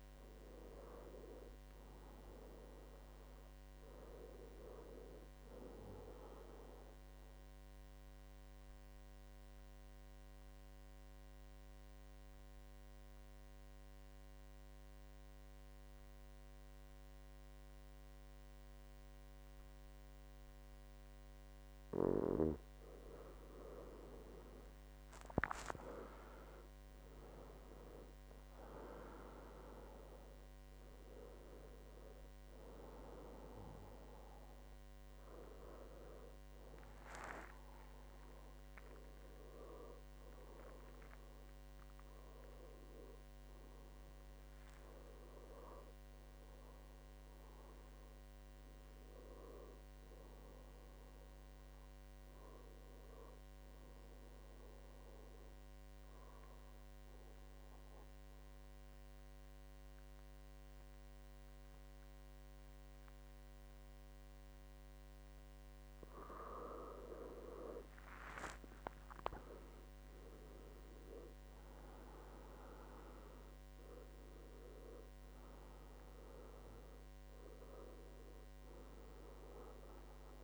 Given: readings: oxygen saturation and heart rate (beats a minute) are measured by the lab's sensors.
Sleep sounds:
breathing in sleep by a microphone on the trachea; 2
0.50-4.00 s: arousal
8.00-22.00 s: obstructive apnea (oxygen 98% before, 92% lowest, heart rate 74 before, 66 extreme, up 14 after)
23.50-27.00 s: arousal
26.00-45.00 s: oxygen desaturation (device-marked, oxygen 96% before, 92% lowest, heart rate 69 before, 65 extreme)
36.50-38.50 s: long interval between heartbeats (device-marked, heart rate 72 before, 73 extreme)
56.50-67.00 s: obstructive apnea (oxygen 98% before, 92% lowest, heart rate 78 before, 63 extreme, up 15 after)
69.00-72.00 s: arousal
74.00-80.44 s: oxygen desaturation (device-marked, oxygen 98% before, 93% lowest, heart rate 72 before, 62 extreme)
From the record:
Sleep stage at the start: N2 (light sleep); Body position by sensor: on the back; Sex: male

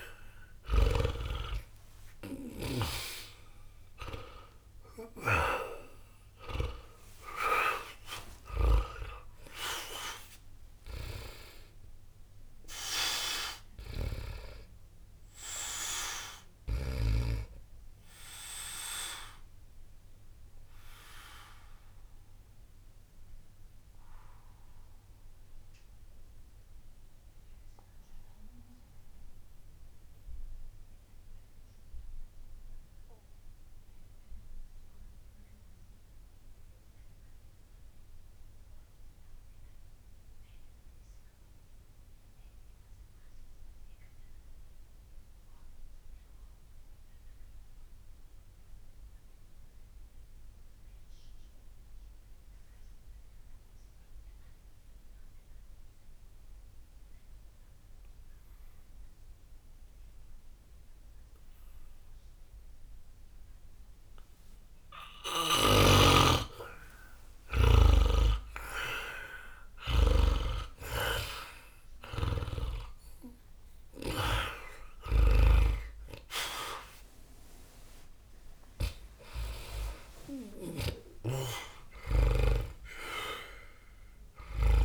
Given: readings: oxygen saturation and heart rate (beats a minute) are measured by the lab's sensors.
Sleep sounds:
breathing in sleep by a room microphone; 1
0.00-2.50 s: arousal
0.00-2.50 s: snoring (device-marked)
0.00-42.00 s: oxygen desaturation (device-marked, oxygen 74% lowest, heart rate 60 extreme)
18.50-67.50 s: obstructive apnea (oxygen 96% before, 73% lowest, heart rate 61 before, 60 extreme, up 10 after)
60.00-84.85 s: oxygen desaturation (device-marked, oxygen 99% before, 73% lowest, heart rate 60 before, 60 extreme)
65.50-84.85 s: snoring (device-marked)
70.00-74.00 s: arousal
From the record:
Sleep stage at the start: N2 (light sleep); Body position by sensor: on the back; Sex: male

